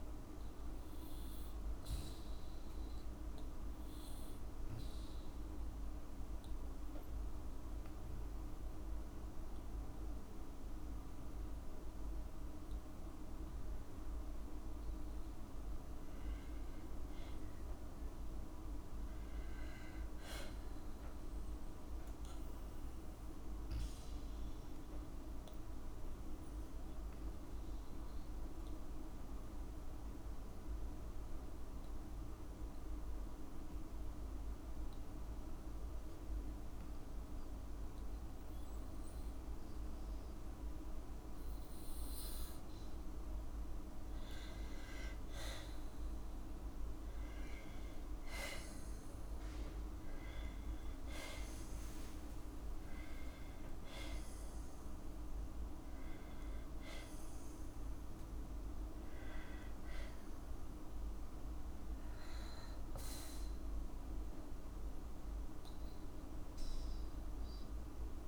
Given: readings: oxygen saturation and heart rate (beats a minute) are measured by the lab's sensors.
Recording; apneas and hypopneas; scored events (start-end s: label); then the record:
breathing in sleep, hard to hear, by a room microphone; 1
0.00-1.50 s: long interval between heartbeats (device-marked, heart rate 68 extreme)
0.00-2.00 s: arousal
3.00-5.00 s: long interval between heartbeats (device-marked, heart rate 59 before, 87 extreme)
7.00-9.00 s: long interval between heartbeats (device-marked, heart rate 64 before, 75 extreme)
10.00-22.00 s: obstructive apnea (oxygen 97% before, 92% lowest, heart rate 67 before, 57 extreme, up 1 after)
24.50-28.50 s: arousal
35.50-37.50 s: long interval between heartbeats (device-marked, heart rate 57 before, 66 extreme)
45.00-47.00 s: long interval between heartbeats (device-marked, heart rate 60 before, 68 extreme)
48.00-50.00 s: long interval between heartbeats (device-marked, heart rate 62 before, 77 extreme)
50.50-52.50 s: long interval between heartbeats (device-marked, heart rate 65 before, 79 extreme)
55.00-58.50 s: arousal
From the record:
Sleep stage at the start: N2 (light sleep); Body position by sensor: on the back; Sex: female